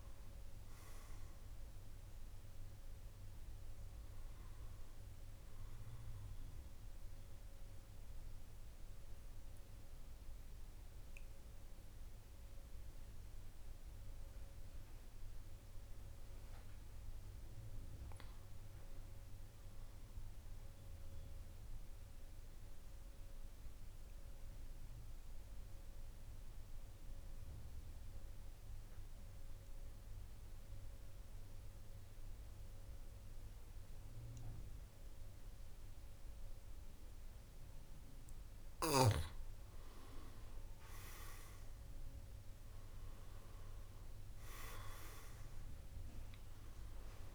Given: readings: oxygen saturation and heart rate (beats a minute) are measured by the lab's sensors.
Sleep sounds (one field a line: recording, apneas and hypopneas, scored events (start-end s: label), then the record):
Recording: breathing in sleep by a room microphone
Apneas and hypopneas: 2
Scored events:
0.00-15.50 s: oxygen desaturation (device-marked, oxygen 92% lowest, heart rate 47 extreme)
6.00-16.00 s: central apnea (oxygen 98% before, 90% lowest, heart rate 52 before, 47 extreme, up 3 after)
18.00-20.50 s: arousal
23.00-38.00 s: obstructive apnea (oxygen 99% before, 90% lowest, heart rate 48 before, 49 extreme, up 8 after)
39.50-47.35 s: oxygen desaturation (device-marked, oxygen 97% before, 90% lowest, heart rate 50 before, 47 extreme)
40.00-44.00 s: arousal
From the record:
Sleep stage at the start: N2 (light sleep)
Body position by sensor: on the back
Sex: male